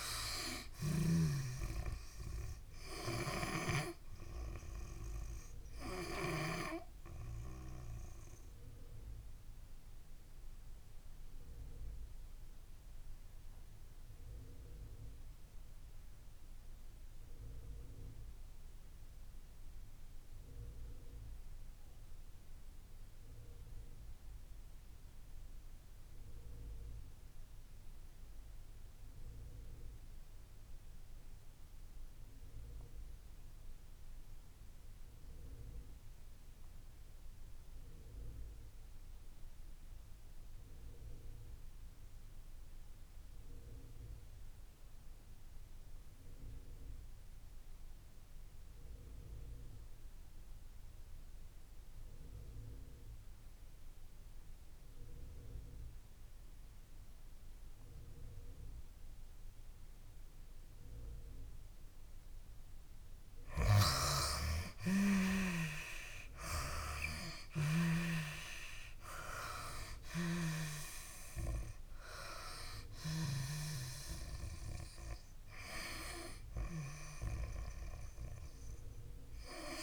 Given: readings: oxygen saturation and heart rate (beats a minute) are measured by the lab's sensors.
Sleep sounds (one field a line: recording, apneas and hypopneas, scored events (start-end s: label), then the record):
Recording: breathing in sleep by a room microphone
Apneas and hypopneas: 1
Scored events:
0.00-1.00 s: snoring (device-marked)
0.00-28.00 s: oxygen desaturation (device-marked, oxygen 84% lowest)
6.50-62.50 s: obstructive apnea (oxygen 97% before, 74% lowest)
43.00-79.83 s: oxygen desaturation (device-marked, oxygen 96% before, 74% lowest)
64.50-67.50 s: arousal
From the record:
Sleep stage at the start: N2 (light sleep)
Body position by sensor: on the back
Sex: female